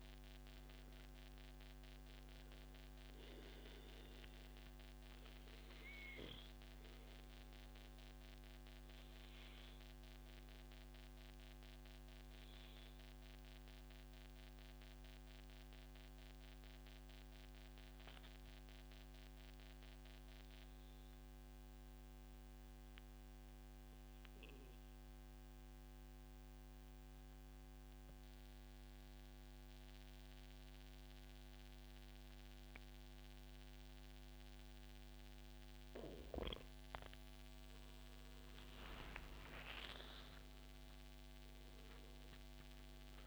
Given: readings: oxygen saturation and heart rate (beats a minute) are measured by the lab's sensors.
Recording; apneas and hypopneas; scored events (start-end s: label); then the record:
breathing in sleep by a microphone on the trachea; 1
0.00-13.00 s: oxygen desaturation (device-marked, oxygen 91% lowest, heart rate 84 extreme)
4.00-34.50 s: obstructive apnea (oxygen 98% before, 91% lowest, heart rate 142 before, 84 extreme, up 52 after)
28.50-30.50 s: long interval between heartbeats (device-marked, heart rate 108 before, 102 extreme)
33.00-35.00 s: long interval between heartbeats (device-marked, heart rate 107 before, 89 extreme)
38.00-43.00 s: arousal
From the record:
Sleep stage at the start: N2 (light sleep); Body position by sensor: on the back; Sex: male